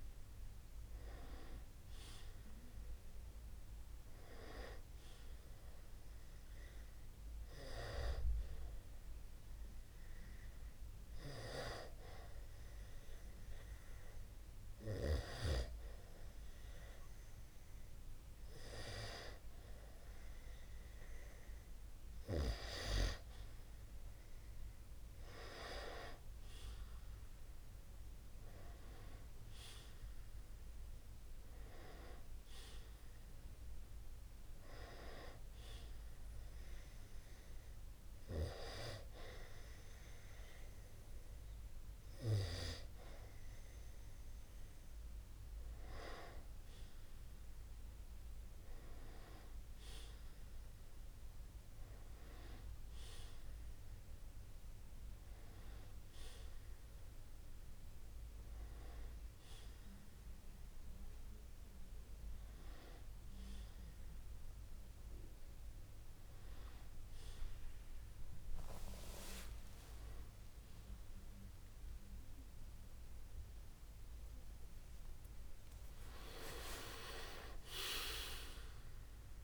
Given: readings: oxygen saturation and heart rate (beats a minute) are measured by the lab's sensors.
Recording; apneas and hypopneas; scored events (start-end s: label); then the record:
breathing in sleep by a room microphone; 2
0.00-12.00 s: oxygen desaturation (device-marked, oxygen 90% lowest, heart rate 31 extreme)
7.50-19.50 s: hypopnea (oxygen 93% before, 91% lowest, heart rate 54 before, 31 extreme, up 3 after)
22.50-27.00 s: arousal
32.00-43.00 s: oxygen desaturation (device-marked, oxygen 94% before, 91% lowest, heart rate 49 before, 36 extreme)
37.00-47.00 s: hypopnea (oxygen 94% before, 91% lowest, heart rate 42 before, 36 extreme, up 17 after)
50.00-53.50 s: arousal
62.00-79.44 s: new sleep stage, N1 (lightest sleep)
68.50-74.00 s: arousal
From the record:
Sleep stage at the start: N2 (light sleep); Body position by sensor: on the back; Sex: male